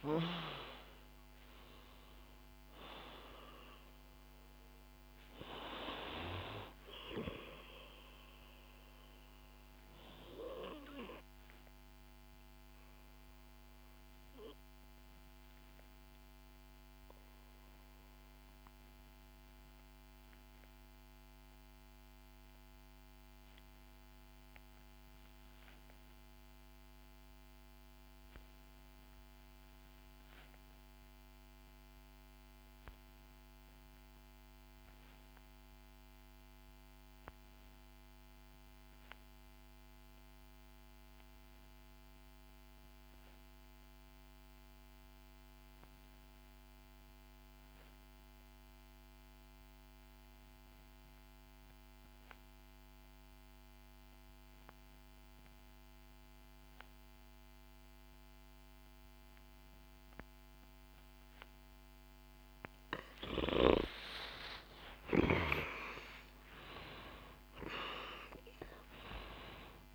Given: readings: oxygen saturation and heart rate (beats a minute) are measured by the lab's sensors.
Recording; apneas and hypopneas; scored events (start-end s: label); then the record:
breathing in sleep by a microphone on the trachea; 1
0.00-2.50 s: arousal
0.00-29.50 s: oxygen desaturation (device-marked, oxygen 79% lowest, heart rate 62 extreme)
10.00-63.00 s: obstructive apnea (oxygen 95% before, 74% lowest, heart rate 73 before, 62 extreme, up 13 after)
19.50-21.50 s: long interval between heartbeats (device-marked, heart rate 69 before, 64 extreme)
46.50-69.95 s: oxygen desaturation (device-marked, oxygen 96% before, 74% lowest, heart rate 65 before, 62 extreme)
64.00-69.50 s: arousal
From the record:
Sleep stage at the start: N2 (light sleep); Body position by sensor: on the back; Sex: female